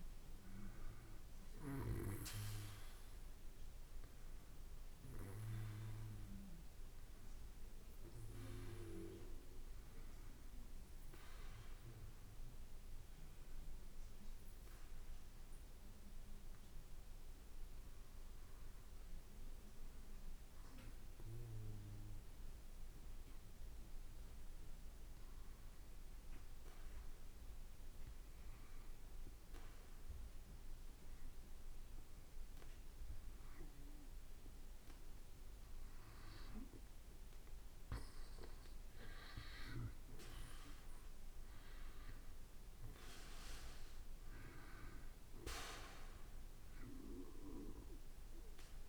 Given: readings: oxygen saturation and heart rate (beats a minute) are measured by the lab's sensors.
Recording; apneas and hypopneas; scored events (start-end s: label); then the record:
breathing in sleep by a room microphone; 1
0.00-3.00 s: oxygen desaturation (device-marked, oxygen 91% lowest, heart rate 53 extreme)
22.00-36.50 s: obstructive apnea (oxygen 96% before, 91% lowest, heart rate 54 before, 54 extreme, up 5 after)
36.00-48.89 s: oxygen desaturation (device-marked, oxygen 95% before, 91% lowest, heart rate 55 before, 54 extreme)
39.00-44.00 s: arousal
From the record:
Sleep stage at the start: N2 (light sleep); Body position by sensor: on the back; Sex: male